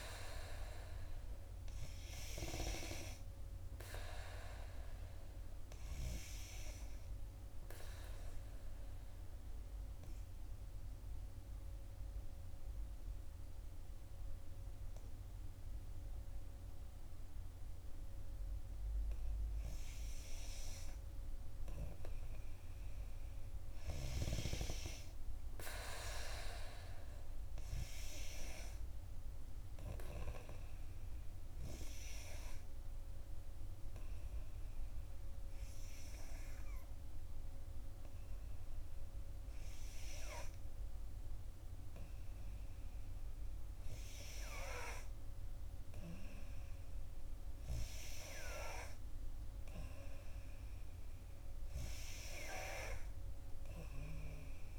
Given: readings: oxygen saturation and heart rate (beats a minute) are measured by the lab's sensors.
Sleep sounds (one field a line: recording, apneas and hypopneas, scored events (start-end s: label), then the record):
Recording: breathing in sleep by a room microphone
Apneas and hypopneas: 2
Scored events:
0.00-3.50 s: arousal
8.50-21.00 s: obstructive apnea (oxygen 94% before, 91% lowest, heart rate 61 before, 57 extreme, up 5 after)
25.00-28.50 s: arousal
30.00-43.50 s: obstructive apnea (oxygen 94% before, 91% lowest, heart rate 59 before, 60 extreme, up 4 after)
46.00-49.50 s: arousal
From the record:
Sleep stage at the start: N2 (light sleep)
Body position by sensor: on the back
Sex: female